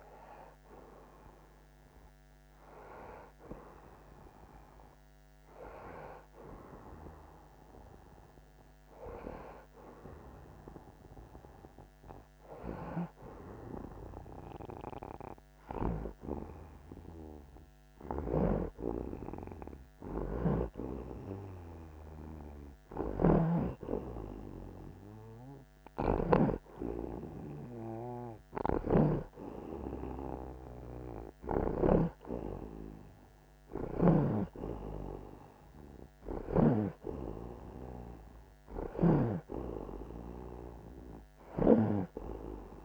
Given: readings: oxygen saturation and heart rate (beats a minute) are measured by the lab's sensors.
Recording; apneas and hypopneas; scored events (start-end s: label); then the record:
breathing in sleep by a microphone on the trachea; none
0.00-16.00 s: oxygen desaturation (device-marked, oxygen 88% lowest)
18.50-27.00 s: snoring (device-marked)
26.00-42.85 s: oxygen desaturation (device-marked, oxygen 94% before, 89% lowest)
29.00-37.00 s: snoring (device-marked)
39.00-42.85 s: snoring (device-marked)
From the record:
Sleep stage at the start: N1 (lightest sleep); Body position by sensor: on the back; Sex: male